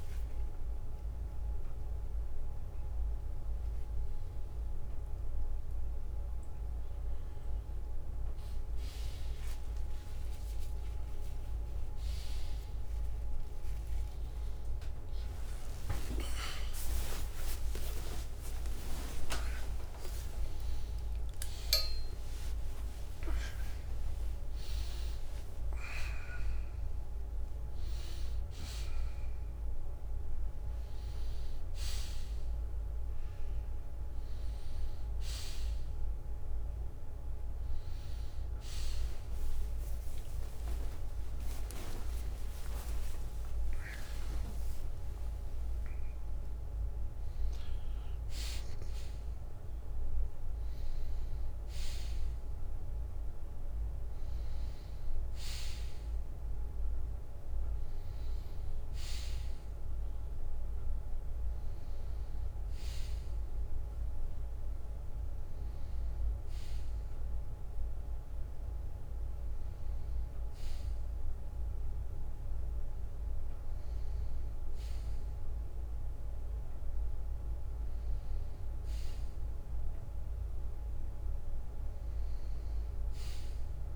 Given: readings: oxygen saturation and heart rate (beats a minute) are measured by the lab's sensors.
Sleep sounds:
a person awake in a sleep study, by a room microphone; none
14.00-19.00 s: tachycardia (device-marked, heart rate 88 before, 114 extreme)
23.00-27.00 s: tachycardia (device-marked, heart rate 89 before, 107 extreme)
39.00-46.00 s: tachycardia (device-marked, heart rate 89 before, 128 extreme)
From the record:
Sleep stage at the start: awake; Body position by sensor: on the right side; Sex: male

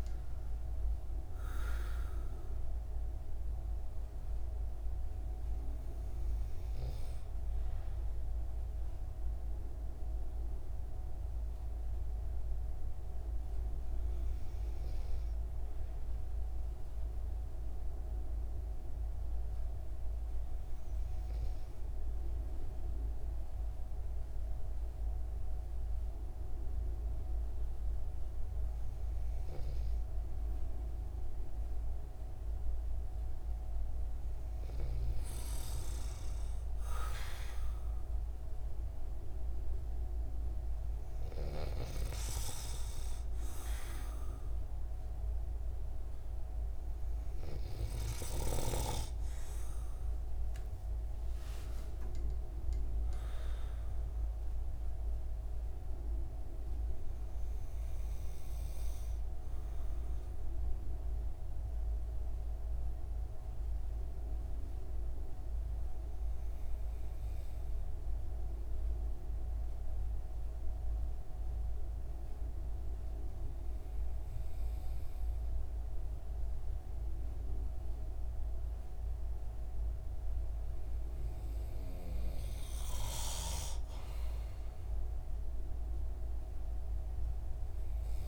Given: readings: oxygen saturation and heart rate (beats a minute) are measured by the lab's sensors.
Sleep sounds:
breathing in sleep by a room microphone; 2
14.00-31.00 s: hypopnea (oxygen 96% before, 94% lowest)
50.00-55.00 s: arousal
59.50-81.00 s: obstructive apnea (oxygen 96% before, 93% lowest)
83.00-87.00 s: arousal
From the record:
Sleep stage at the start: N2 (light sleep); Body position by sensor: on the right side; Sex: male

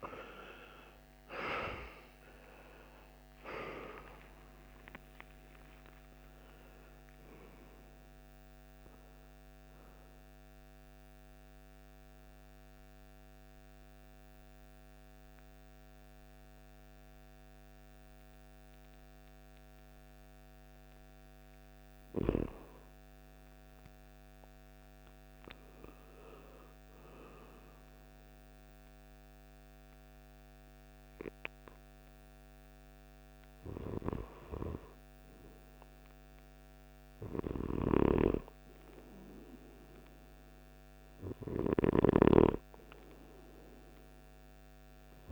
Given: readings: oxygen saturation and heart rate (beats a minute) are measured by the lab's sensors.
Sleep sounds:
breathing in sleep by a microphone on the trachea; 1
0.00-3.00 s: arousal
0.00-22.50 s: oxygen desaturation (device-marked, oxygen 77% lowest, heart rate 59 extreme)
11.50-21.50 s: central apnea (oxygen 93% before, 77% lowest, heart rate 95 before, 59 extreme, up 8 after)
23.00-27.00 s: arousal
From the record:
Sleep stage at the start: N2 (light sleep); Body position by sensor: on the right side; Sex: male

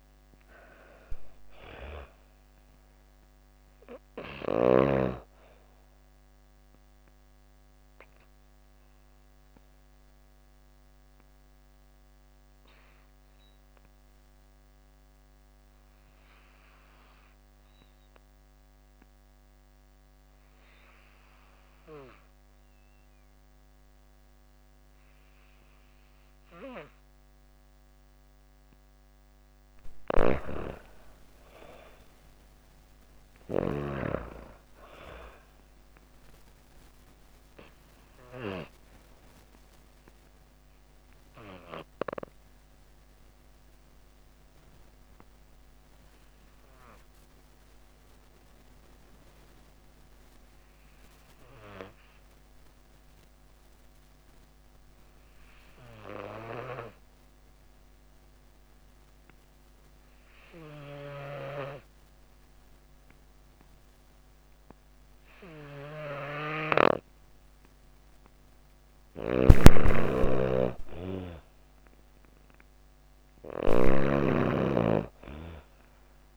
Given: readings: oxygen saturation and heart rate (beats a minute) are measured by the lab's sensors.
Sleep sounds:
breathing in sleep by a microphone on the trachea; 2
0.00-19.50 s: oxygen desaturation (device-marked, oxygen 86% lowest)
6.00-28.50 s: obstructive apnea (oxygen 98% before, 85% lowest)
29.00-33.00 s: snoring (device-marked)
30.50-35.00 s: arousal
31.50-55.50 s: oxygen desaturation (device-marked, oxygen 99% before, 88% lowest)
39.50-67.50 s: obstructive apnea (oxygen 99% before, 85% lowest)
65.50-76.37 s: oxygen desaturation (device-marked, oxygen 98% before, 85% lowest)
68.00-76.37 s: snoring (device-marked)
71.50-74.50 s: arousal
From the record:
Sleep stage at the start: N2 (light sleep); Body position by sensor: on the back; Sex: female

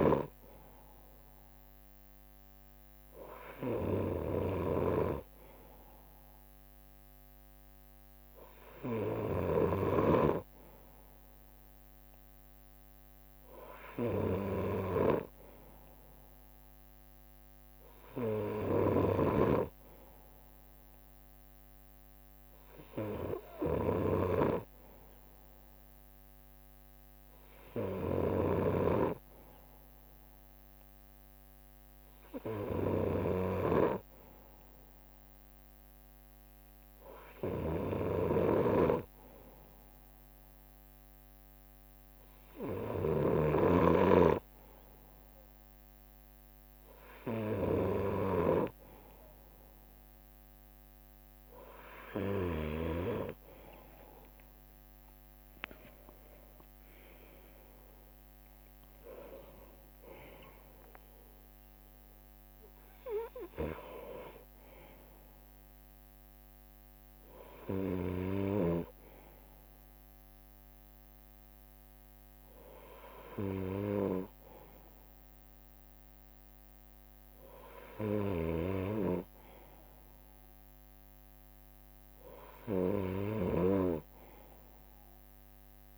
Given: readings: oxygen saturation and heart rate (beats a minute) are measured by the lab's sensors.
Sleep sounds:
breathing in sleep by a microphone on the trachea; none
2.50-5.50 s: leg movement (device-marked)
17.50-21.50 s: leg movement (device-marked)
23.00-47.00 s: drop in pulse transit time (device-marked, heart rate 64 before, 63 extreme)
31.50-35.50 s: leg movement (device-marked)
53.50-57.00 s: arousal
54.00-59.50 s: leg movement (device-marked)
56.00-58.00 s: long interval between heartbeats (device-marked, heart rate 65 before, 78 extreme)
61.00-62.00 s: leg movement (device-marked)
63.00-73.50 s: leg movement (device-marked)
74.00-77.00 s: leg movement (device-marked)
78.00-85.98 s: snoring (device-marked)
79.00-85.98 s: drop in pulse transit time (device-marked, heart rate 69 before, 63 extreme)
84.00-85.00 s: leg movement (device-marked)
From the record:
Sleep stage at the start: N2 (light sleep); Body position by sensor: on the right side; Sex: male

